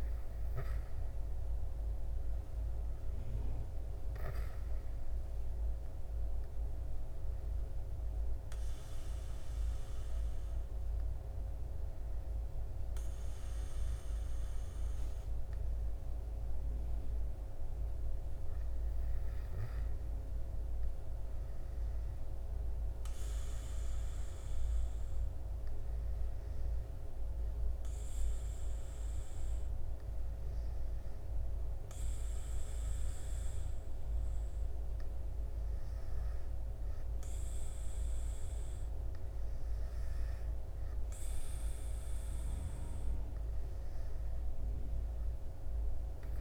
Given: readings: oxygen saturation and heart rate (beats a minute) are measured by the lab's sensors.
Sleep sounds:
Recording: breathing in sleep, hard to hear, by a room microphone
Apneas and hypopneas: none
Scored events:
0.00-7.00 s: oxygen desaturation (device-marked, oxygen 91% lowest, heart rate 58 extreme)
From the record:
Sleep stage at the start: N2 (light sleep)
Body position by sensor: on the back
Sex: male

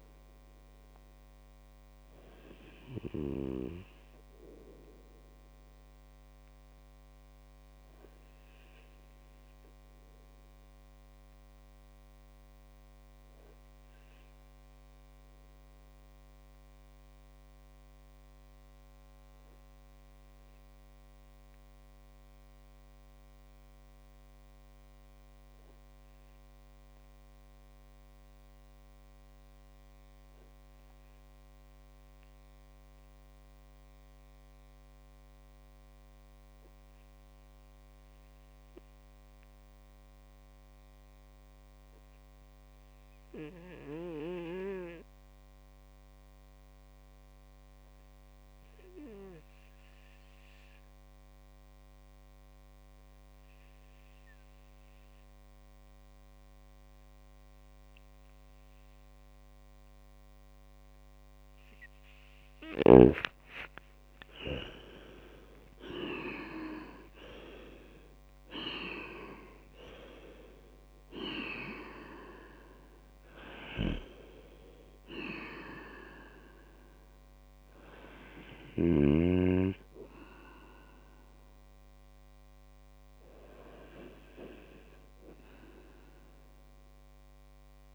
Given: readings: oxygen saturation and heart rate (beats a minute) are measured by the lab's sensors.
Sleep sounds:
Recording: breathing in sleep by a microphone on the trachea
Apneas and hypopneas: 1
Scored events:
8.00-62.00 s: obstructive apnea (oxygen 97% before, 94% lowest, heart rate 63 before, 55 extreme, up 44 after)
27.00-87.95 s: new sleep stage, REM sleep
59.00-83.00 s: oxygen desaturation (device-marked, oxygen 97% before, 94% lowest, heart rate 62 before, 62 extreme)
63.00-67.50 s: arousal
73.00-78.50 s: snoring (device-marked)
From the record:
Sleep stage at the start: N2 (light sleep)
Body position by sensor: on the right side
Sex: male

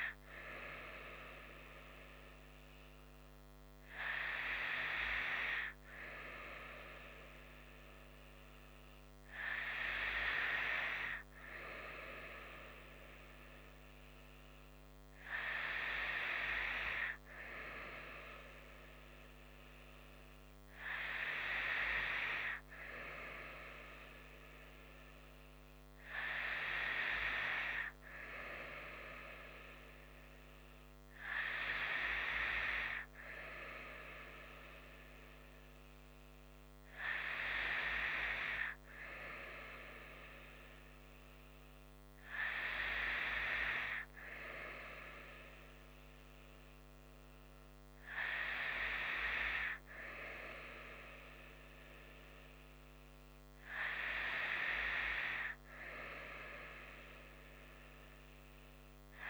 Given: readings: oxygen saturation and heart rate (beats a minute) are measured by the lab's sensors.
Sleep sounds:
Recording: breathing in sleep by a microphone on the trachea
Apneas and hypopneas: none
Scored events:
none scored
From the record:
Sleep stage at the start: N2 (light sleep)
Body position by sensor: on the right side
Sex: female

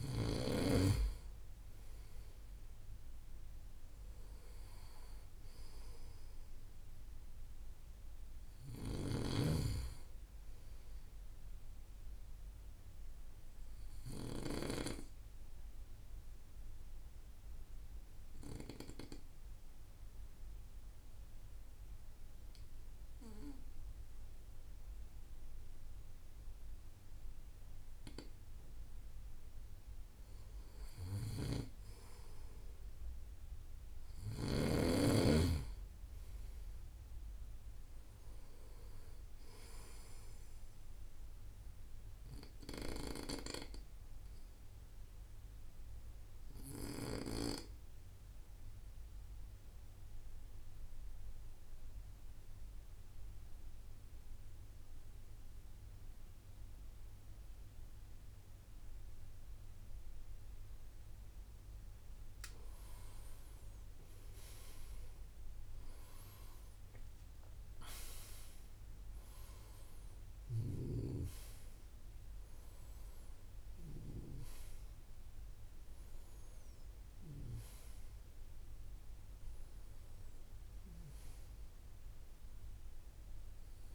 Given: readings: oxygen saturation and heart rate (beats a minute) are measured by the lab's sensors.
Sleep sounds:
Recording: breathing in sleep by a room microphone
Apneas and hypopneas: 2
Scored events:
13.50-28.50 s: obstructive apnea (oxygen 95% before, 90% lowest, heart rate 57 before, 56 extreme, up 4 after)
31.00-35.50 s: arousal
36.00-53.00 s: oxygen desaturation (device-marked, oxygen 96% before, 91% lowest, heart rate 57 before, 57 extreme)
46.00-61.00 s: obstructive apnea (oxygen 96% before, 90% lowest, heart rate 59 before, 57 extreme, up 6 after)
63.00-67.00 s: arousal
From the record:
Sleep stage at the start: N2 (light sleep)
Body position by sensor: on the right side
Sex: male

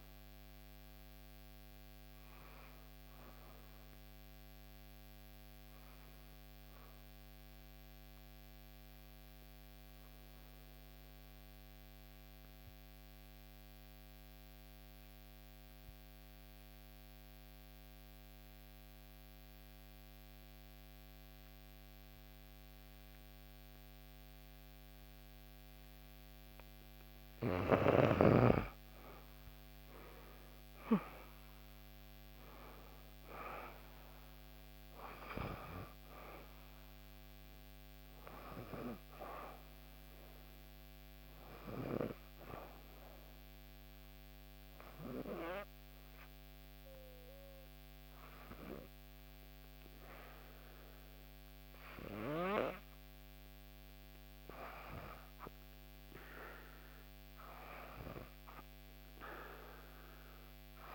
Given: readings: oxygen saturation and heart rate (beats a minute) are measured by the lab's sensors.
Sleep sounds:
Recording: breathing in sleep by a microphone on the trachea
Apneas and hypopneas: 2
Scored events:
6.50-26.50 s: obstructive apnea (oxygen 96% before, 91% lowest, heart rate 67 before, 62 extreme, up 6 after)
28.00-32.00 s: arousal
28.50-52.50 s: oxygen desaturation (device-marked, oxygen 98% before, 91% lowest, heart rate 64 before, 62 extreme)
42.50-54.00 s: hypopnea (oxygen 98% before, 91% lowest, heart rate 67 before, 62 extreme, up 3 after)
55.50-59.50 s: arousal
From the record:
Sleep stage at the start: N2 (light sleep)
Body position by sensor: on the back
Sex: female

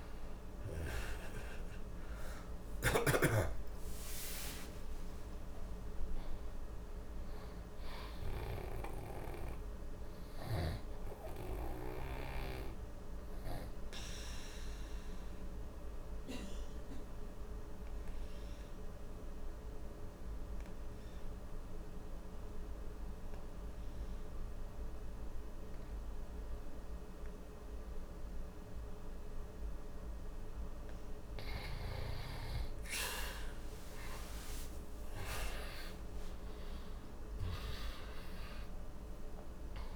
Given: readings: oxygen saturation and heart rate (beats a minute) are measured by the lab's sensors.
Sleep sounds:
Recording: breathing in sleep by a room microphone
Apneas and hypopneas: 1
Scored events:
2.00-6.00 s: arousal
12.00-29.50 s: obstructive apnea (oxygen 97% before, 90% lowest, heart rate 70 before, 61 extreme, up 28 after)
34.50-39.50 s: arousal
34.50-39.96 s: oxygen desaturation (device-marked, oxygen 97% before, 90% lowest, heart rate 62 before, 54 extreme)
From the record:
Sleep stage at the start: N2 (light sleep)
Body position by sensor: on the right side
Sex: male

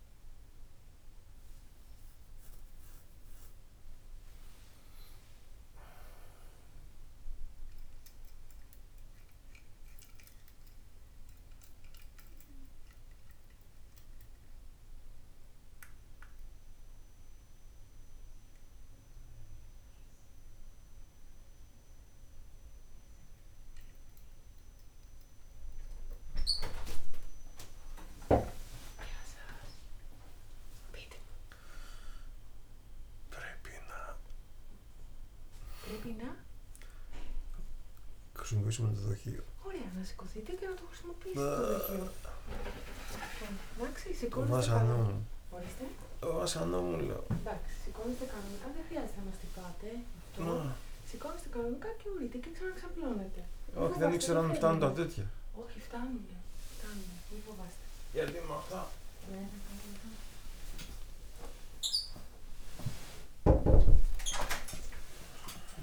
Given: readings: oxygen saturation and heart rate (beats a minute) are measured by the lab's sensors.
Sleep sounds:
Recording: a person awake in a sleep study, by a room microphone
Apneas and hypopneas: none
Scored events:
13.50-65.83 s: new sleep stage, awake
41.00-44.50 s: snoring (device-marked)
53.50-58.50 s: snoring (device-marked)
From the record:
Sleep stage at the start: N1 (lightest sleep)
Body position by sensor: on the back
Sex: male

